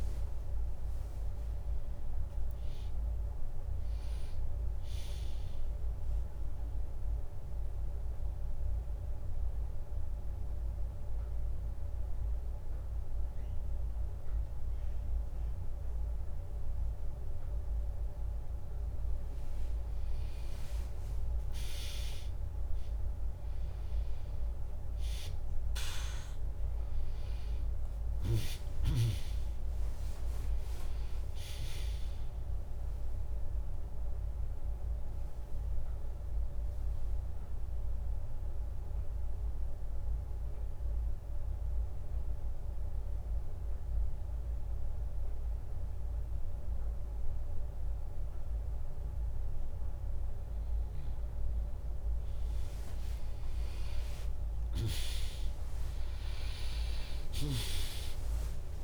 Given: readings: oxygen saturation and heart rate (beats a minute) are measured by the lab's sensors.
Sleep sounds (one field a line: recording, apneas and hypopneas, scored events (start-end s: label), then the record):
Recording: breathing in sleep by a room microphone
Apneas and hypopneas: 2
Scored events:
0.00-4.50 s: drop in pulse transit time (device-marked, heart rate 75 extreme)
0.00-10.50 s: oxygen desaturation (device-marked, oxygen 96% lowest, heart rate 61 extreme)
6.50-20.00 s: central apnea (oxygen 99% before, 95% lowest, heart rate 78 before, 61 extreme)
21.50-26.00 s: arousal
29.50-43.50 s: drop in pulse transit time (device-marked, heart rate 69 before, 70 extreme)
36.00-50.50 s: mixed apnea (oxygen 100% before, 95% lowest, heart rate 71 before, 61 extreme)
53.00-58.84 s: arousal
57.50-58.84 s: oxygen desaturation (device-marked, oxygen 99% before, 95% lowest, heart rate 72 before, 64 extreme)
From the record:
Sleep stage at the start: N2 (light sleep)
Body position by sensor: on the back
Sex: female